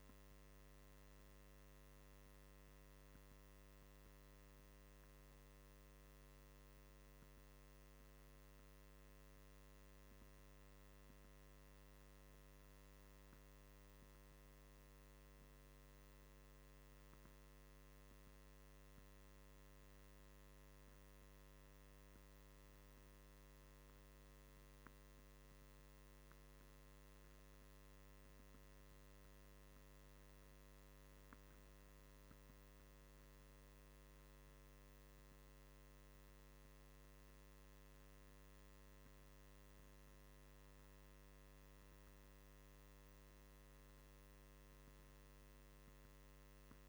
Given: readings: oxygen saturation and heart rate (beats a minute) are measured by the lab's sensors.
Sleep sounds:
breathing in sleep, hard to hear, by a microphone on the trachea; none
none scored
From the record:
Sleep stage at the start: N2 (light sleep); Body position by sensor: on the right side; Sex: male

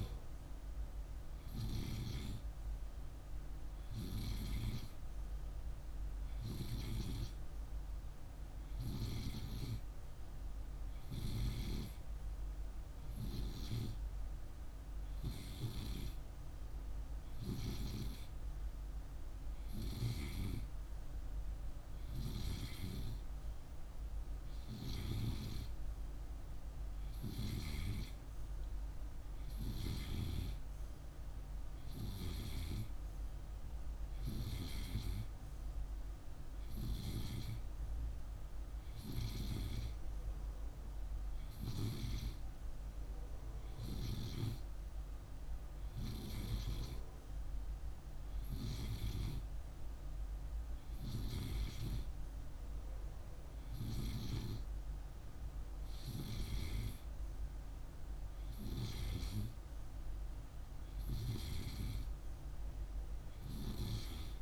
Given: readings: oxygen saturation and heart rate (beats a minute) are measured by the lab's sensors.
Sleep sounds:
breathing in sleep by a room microphone; none
none scored
From the record:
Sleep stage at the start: N2 (light sleep); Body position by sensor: on the right side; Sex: male

